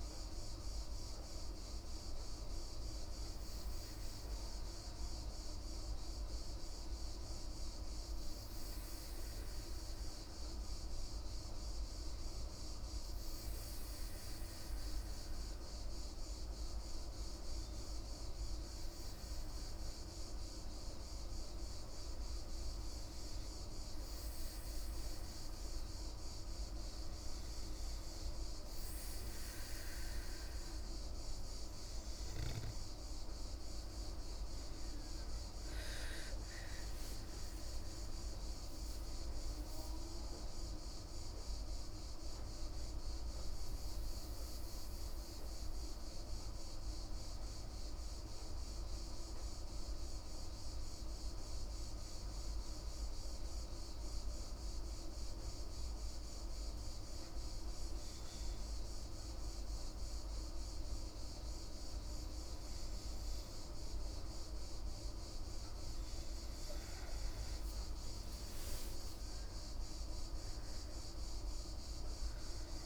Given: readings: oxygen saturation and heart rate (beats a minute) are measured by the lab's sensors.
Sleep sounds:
breathing in sleep, hard to hear, by a room microphone; 2
14.00-32.00 s: obstructive apnea (oxygen 97% before, 92% lowest, heart rate 46 before, 37 extreme, up 15 after)
28.50-46.50 s: oxygen desaturation (device-marked, oxygen 96% before, 93% lowest, heart rate 56 before, 37 extreme)
33.50-39.00 s: arousal
45.50-65.50 s: hypopnea (oxygen 97% before, 92% lowest, heart rate 49 before, 35 extreme, up 15 after)
69.50-72.86 s: oxygen desaturation (device-marked, oxygen 98% before, 92% lowest, heart rate 47 before, 35 extreme)
70.00-72.86 s: arousal
From the record:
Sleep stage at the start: N2 (light sleep); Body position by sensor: on the back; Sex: female

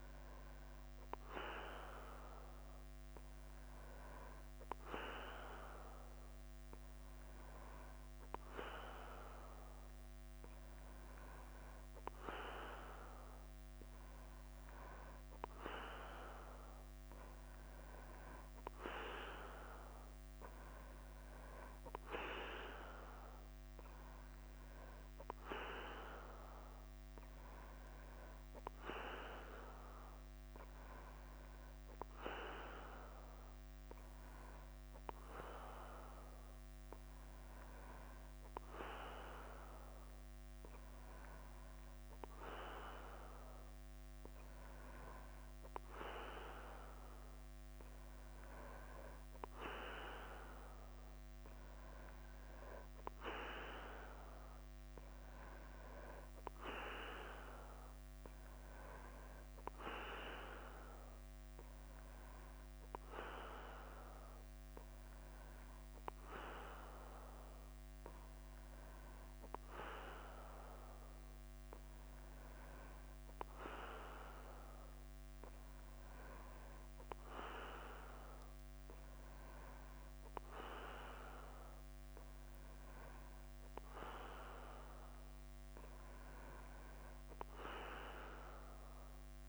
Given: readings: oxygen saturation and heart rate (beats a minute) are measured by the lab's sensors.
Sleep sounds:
breathing in sleep by a microphone on the trachea; none
0.00-89.49 s: bradycardia (device-marked, heart rate 44 extreme)
From the record:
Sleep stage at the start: N3 (deep sleep); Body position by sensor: on the back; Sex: male

